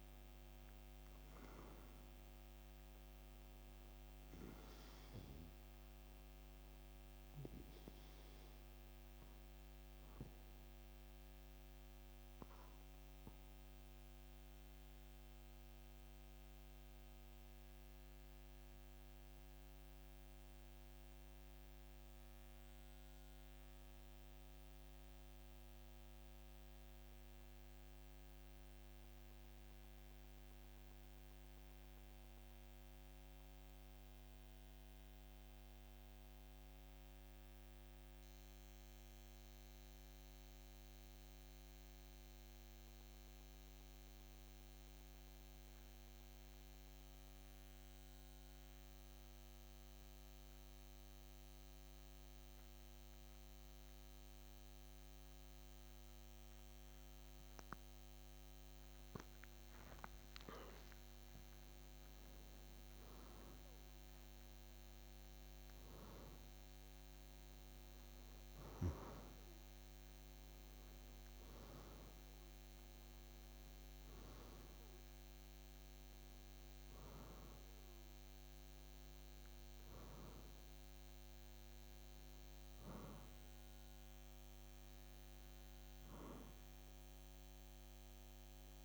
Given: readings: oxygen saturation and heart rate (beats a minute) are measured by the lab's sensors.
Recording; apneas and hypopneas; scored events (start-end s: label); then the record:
breathing in sleep, hard to hear, by a microphone on the trachea; 1
0.00-30.50 s: oxygen desaturation (device-marked, oxygen 88% lowest, heart rate 52 extreme)
12.50-58.00 s: mixed apnea (oxygen 95% before, 86% lowest, heart rate 56 before, 51 extreme, up 6 after)
56.50-88.85 s: oxygen desaturation (device-marked, oxygen 96% before, 86% lowest, heart rate 53 before, 51 extreme)
59.50-64.50 s: arousal
From the record:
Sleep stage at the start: REM sleep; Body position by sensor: on the back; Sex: male